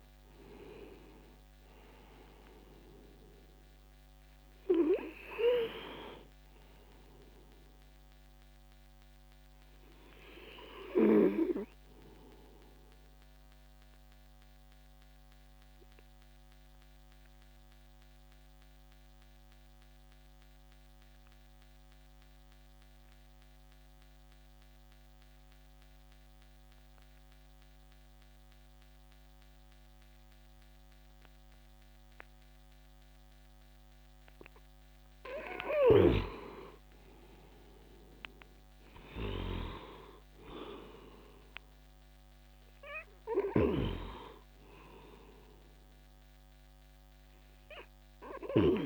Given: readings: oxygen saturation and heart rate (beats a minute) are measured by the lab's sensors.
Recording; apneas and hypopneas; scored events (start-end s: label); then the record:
breathing in sleep by a microphone on the trachea; 1
0.00-27.00 s: oxygen desaturation (device-marked, oxygen 87% lowest, heart rate 62 extreme)
13.50-35.00 s: obstructive apnea (oxygen 98% before, 87% lowest, heart rate 69 before, 61 extreme, up 10 after)
37.00-42.00 s: arousal
45.00-48.86 s: oxygen desaturation (device-marked, oxygen 98% before, 91% lowest, heart rate 66 before, 58 extreme)
From the record:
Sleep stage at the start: N2 (light sleep); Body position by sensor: on the back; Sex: male